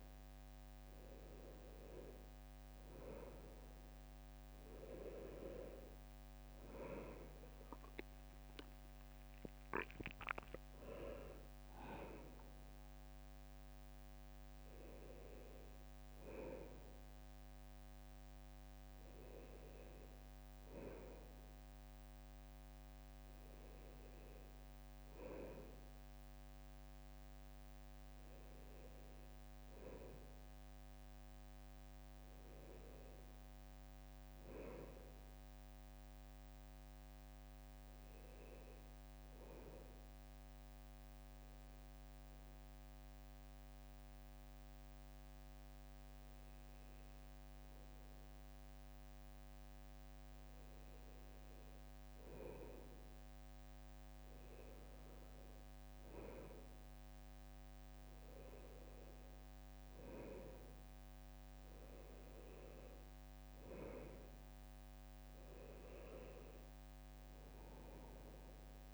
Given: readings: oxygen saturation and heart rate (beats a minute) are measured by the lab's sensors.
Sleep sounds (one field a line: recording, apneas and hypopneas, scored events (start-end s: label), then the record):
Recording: breathing in sleep by a microphone on the trachea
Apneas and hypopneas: 1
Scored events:
1.00-3.00 s: bradycardia (device-marked, heart rate 62 before, 59 extreme)
7.50-10.50 s: leg movement (device-marked)
7.50-11.00 s: arousal
32.00-35.50 s: arousal
37.00-51.00 s: bradycardia (device-marked, heart rate 62 before, 57 extreme)
38.50-51.50 s: hypopnea (oxygen 99% before, 98% lowest, heart rate 61 before, 57 extreme, up 4 after)
61.00-63.00 s: bradycardia (device-marked, heart rate 62 before, 59 extreme)
65.00-67.00 s: bradycardia (device-marked, heart rate 62 before, 59 extreme)
67.00-68.94 s: new sleep stage, awake
From the record:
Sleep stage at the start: N1 (lightest sleep)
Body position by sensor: on the right side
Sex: male